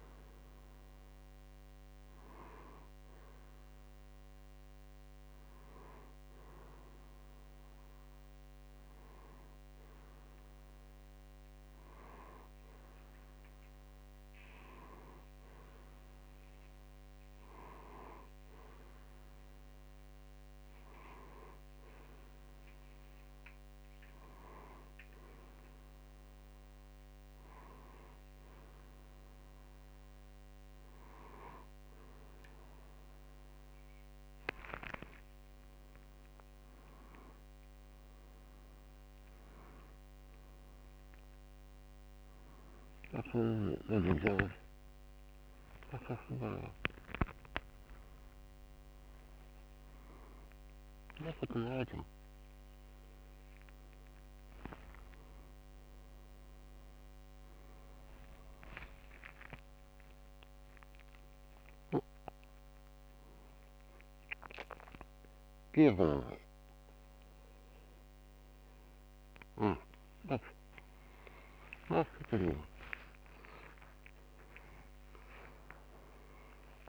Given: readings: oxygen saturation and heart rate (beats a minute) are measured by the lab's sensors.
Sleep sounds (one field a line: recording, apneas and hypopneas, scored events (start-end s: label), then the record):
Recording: a person partly awake in a sleep study, by a microphone on the trachea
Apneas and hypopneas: none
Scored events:
47.50-76.89 s: new sleep stage, awake
From the record:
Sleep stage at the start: N1 (lightest sleep)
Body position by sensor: on the right side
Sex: male